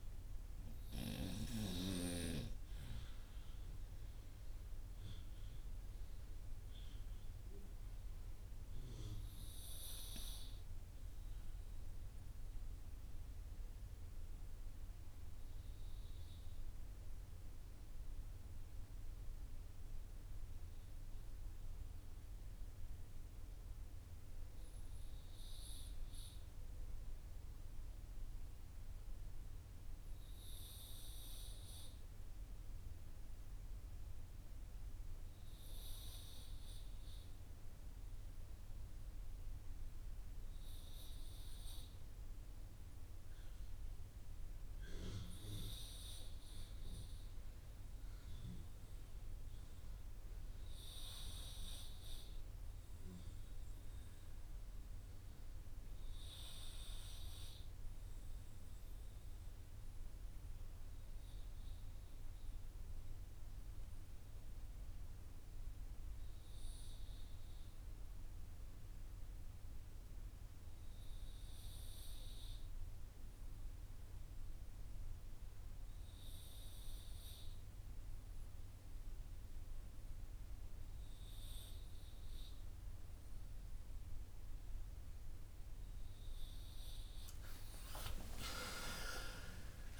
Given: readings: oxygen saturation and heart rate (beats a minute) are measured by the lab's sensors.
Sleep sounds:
breathing in sleep by a room microphone; 1
3.50-85.50 s: mixed apnea (oxygen 88% before, 78% lowest, heart rate 60 before, 47 extreme, up 8 after)
10.00-22.00 s: oxygen desaturation (device-marked, oxygen 87% before, 83% lowest, heart rate 53 before, 47 extreme)
40.00-90.00 s: oxygen desaturation (device-marked, oxygen 97% before, 82% lowest, heart rate 53 before, 47 extreme)
86.50-90.00 s: arousal
89.00-90.00 s: new sleep stage, N1 (lightest sleep)
From the record:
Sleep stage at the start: REM sleep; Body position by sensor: on the back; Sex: male

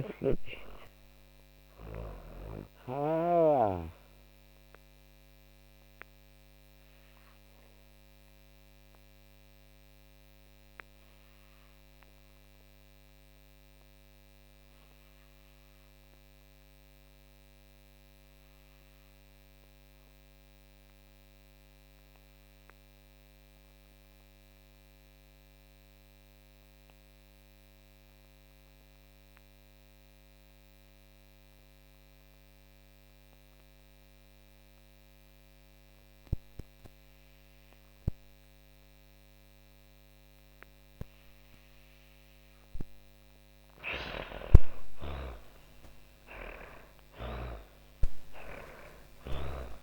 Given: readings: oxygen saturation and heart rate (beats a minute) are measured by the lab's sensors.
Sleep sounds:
breathing in sleep by a microphone on the trachea; 1
0.00-2.00 s: snoring (device-marked)
0.00-17.50 s: oxygen desaturation (device-marked, oxygen 73% lowest)
4.50-41.50 s: obstructive apnea (oxygen 96% before, 73% lowest)
36.50-49.83 s: oxygen desaturation (device-marked, oxygen 98% before, 74% lowest)
42.50-49.83 s: snoring (device-marked)
43.00-47.50 s: arousal
From the record:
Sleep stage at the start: N2 (light sleep); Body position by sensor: on the back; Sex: female

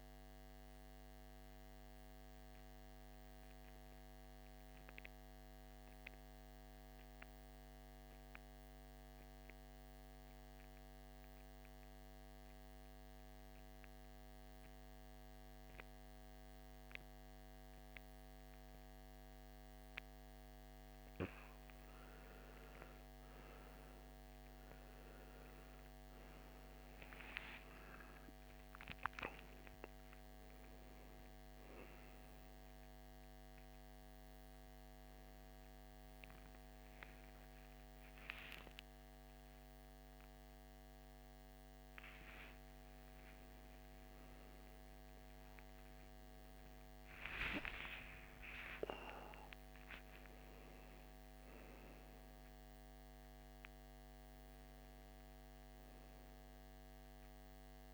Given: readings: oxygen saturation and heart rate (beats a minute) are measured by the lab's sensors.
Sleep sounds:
a person awake in a sleep study, by a microphone on the trachea; 1
2.00-21.00 s: central apnea (oxygen 99% before, 85% lowest, heart rate 61 before, 54 extreme, up 14 after)
17.00-46.00 s: oxygen desaturation (device-marked, oxygen 98% before, 85% lowest, heart rate 56 before, 53 extreme)
28.00-57.94 s: new sleep stage, awake
From the record:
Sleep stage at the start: N2 (light sleep); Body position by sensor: on the back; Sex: male

